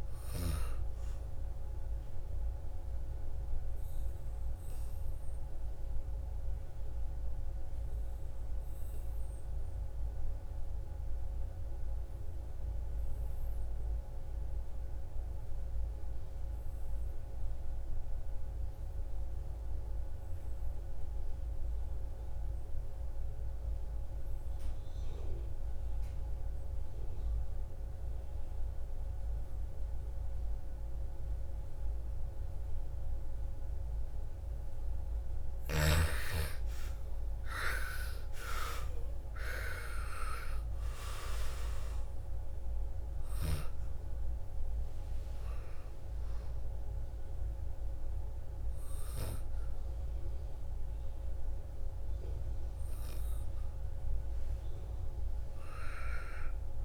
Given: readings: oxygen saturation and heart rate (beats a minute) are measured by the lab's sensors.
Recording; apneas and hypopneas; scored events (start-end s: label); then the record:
breathing in sleep by a room microphone; 1
0.00-12.00 s: oxygen desaturation (device-marked, oxygen 80% lowest, heart rate 55 extreme)
1.00-34.00 s: obstructive apnea (oxygen 99% before, 76% lowest, heart rate 62 before, 55 extreme, up 14 after)
27.00-56.85 s: oxygen desaturation (device-marked, oxygen 99% before, 76% lowest, heart rate 57 before, 55 extreme)
35.50-40.00 s: arousal
From the record:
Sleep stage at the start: N2 (light sleep); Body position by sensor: on the back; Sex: female